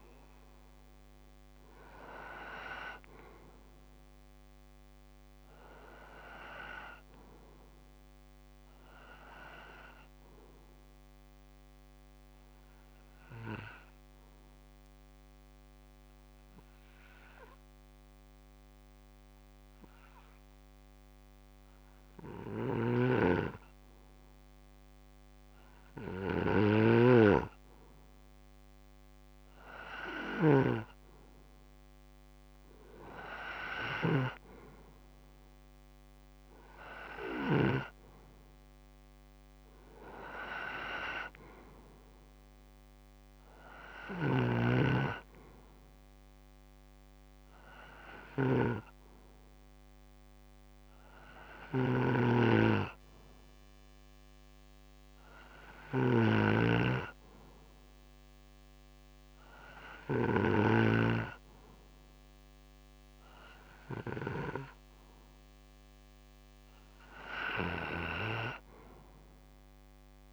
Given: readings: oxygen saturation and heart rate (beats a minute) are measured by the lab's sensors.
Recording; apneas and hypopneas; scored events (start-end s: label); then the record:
breathing in sleep by a microphone on the trachea; 2
11.00-29.00 s: mixed apnea (oxygen 93% before, 91% lowest, heart rate 66 before, 64 extreme, up 0 after)
22.00-37.50 s: snoring (device-marked)
32.00-35.50 s: arousal
33.00-56.00 s: oxygen desaturation (device-marked, oxygen 96% before, 91% lowest, heart rate 65 before, 56 extreme)
43.50-60.00 s: snoring (device-marked)
48.00-62.50 s: hypopnea (oxygen 97% before, 91% lowest, heart rate 65 before, 56 extreme, up 2 after)
64.50-68.00 s: arousal
From the record:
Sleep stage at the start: N2 (light sleep); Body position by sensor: on the back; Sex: male